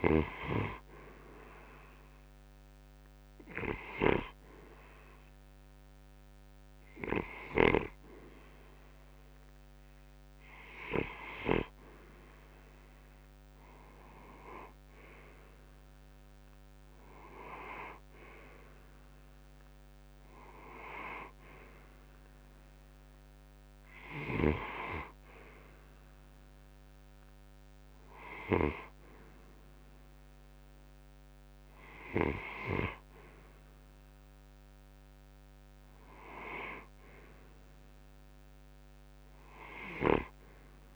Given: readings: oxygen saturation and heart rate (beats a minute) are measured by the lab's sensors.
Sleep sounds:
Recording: breathing in sleep by a microphone on the trachea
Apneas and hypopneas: none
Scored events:
none scored
From the record:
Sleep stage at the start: N2 (light sleep)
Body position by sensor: on the right side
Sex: male

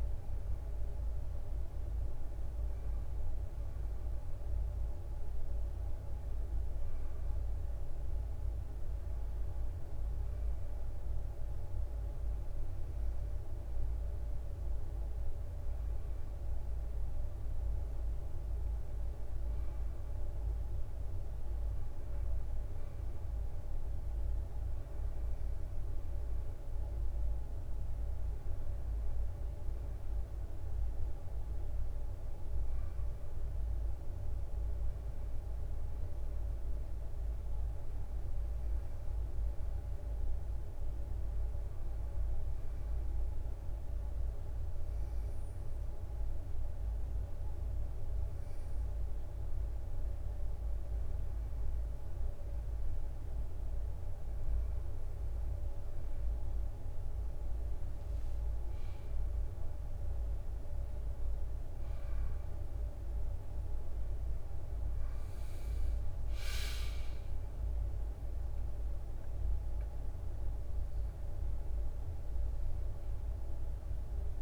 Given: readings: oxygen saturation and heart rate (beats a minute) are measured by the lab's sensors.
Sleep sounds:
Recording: breathing in sleep, hard to hear, by a room microphone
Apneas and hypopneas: 1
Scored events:
42.50-54.50 s: hypopnea (oxygen 94% before, 92% lowest, heart rate 66 before, 64 extreme, up 2 after)
64.50-69.00 s: arousal
65.50-74.42 s: drop in pulse transit time (device-marked, heart rate 65 before, 66 extreme)
From the record:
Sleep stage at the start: N2 (light sleep)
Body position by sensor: on the right side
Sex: male

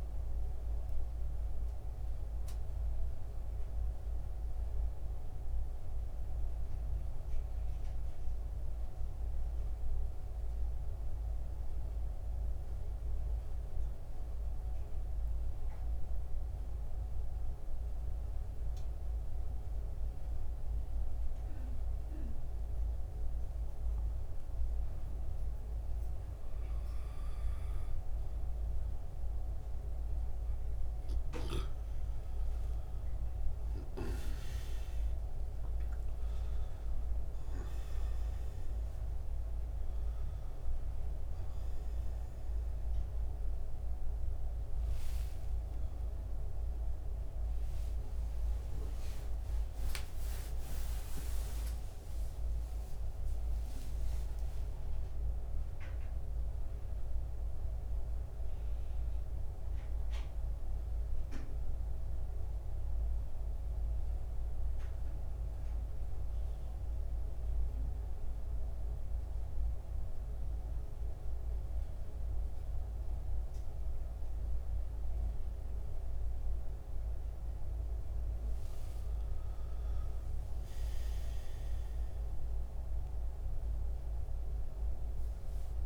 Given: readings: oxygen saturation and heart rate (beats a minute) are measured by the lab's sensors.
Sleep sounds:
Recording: a person partly awake in a sleep study, hard to hear, by a room microphone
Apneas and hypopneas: 1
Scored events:
9.00-30.50 s: mixed apnea (oxygen 94% before, 87% lowest, heart rate 72 before, 67 extreme, up 12 after)
15.50-45.50 s: new sleep stage, N2 (light sleep)
26.50-54.50 s: oxygen desaturation (device-marked, oxygen 93% before, 87% lowest, heart rate 70 before, 67 extreme)
45.50-85.86 s: new sleep stage, awake
From the record:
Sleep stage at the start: N1 (lightest sleep)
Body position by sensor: on the back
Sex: male

